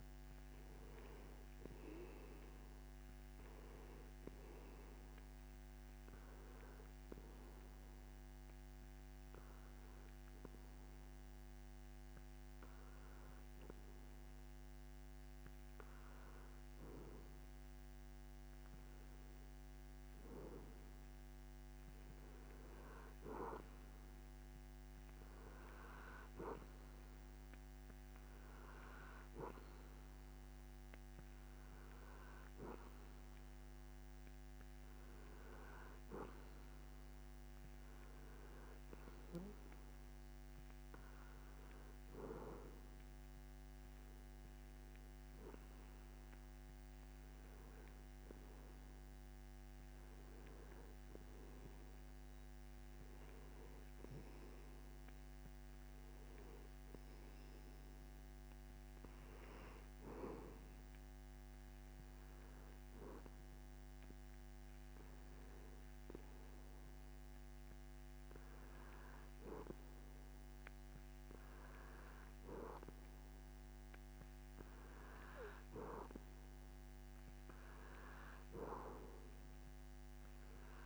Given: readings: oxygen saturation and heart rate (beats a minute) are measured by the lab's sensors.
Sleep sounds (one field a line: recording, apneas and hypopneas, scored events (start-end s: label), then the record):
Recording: breathing in sleep by a microphone on the trachea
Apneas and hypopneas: 1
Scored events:
7.00-18.50 s: hypopnea (oxygen 93% before, 91% lowest)
21.50-25.00 s: arousal
From the record:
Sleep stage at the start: N2 (light sleep)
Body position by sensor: on the back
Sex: male